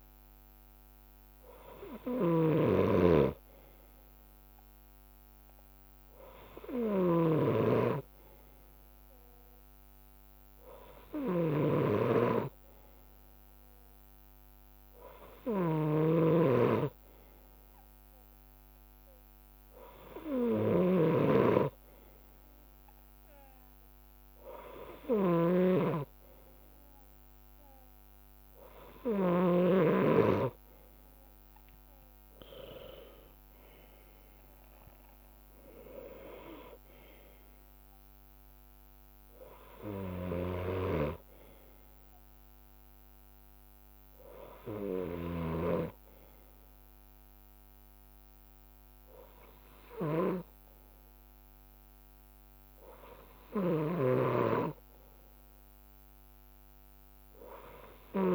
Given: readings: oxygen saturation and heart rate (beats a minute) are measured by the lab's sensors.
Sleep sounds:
breathing in sleep by a microphone on the trachea; none
0.00-1.00 s: leg movement (device-marked)
0.00-27.50 s: bradycardia (device-marked, heart rate 53 extreme)
1.50-7.50 s: leg movement (device-marked)
10.00-16.50 s: leg movement (device-marked)
15.50-21.00 s: snoring (device-marked)
17.50-24.00 s: leg movement (device-marked)
31.00-33.00 s: long interval between heartbeats (device-marked, heart rate 55 before, 71 extreme)
31.00-39.00 s: leg movement (device-marked)
38.50-58.35 s: bradycardia (device-marked, heart rate 58 before, 53 extreme)
39.00-40.00 s: leg movement (device-marked)
42.00-50.00 s: leg movement (device-marked)
52.50-58.35 s: leg movement (device-marked)
54.50-58.35 s: drop in pulse transit time (device-marked, heart rate 60 before, 54 extreme)
From the record:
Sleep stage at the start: N2 (light sleep); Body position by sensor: on the left side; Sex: male

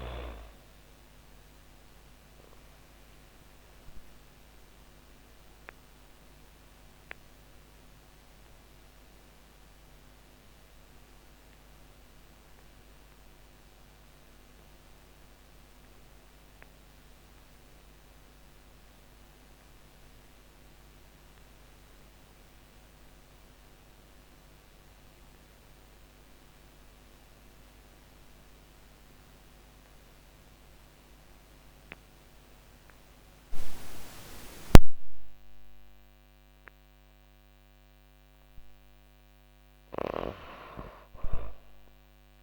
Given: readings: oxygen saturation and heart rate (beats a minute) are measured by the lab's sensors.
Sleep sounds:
breathing in sleep by a microphone on the trachea; 1
0.00-19.00 s: oxygen desaturation (device-marked, oxygen 77% lowest, heart rate 100 extreme)
1.00-38.00 s: obstructive apnea (oxygen 98% before, 77% lowest, heart rate 139 before, 57 extreme, up 10 after)
31.00-42.43 s: oxygen desaturation (device-marked, oxygen 99% before, 77% lowest, heart rate 128 before, 57 extreme)
39.00-42.43 s: arousal
From the record:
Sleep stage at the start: N2 (light sleep); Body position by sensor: on the back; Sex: female

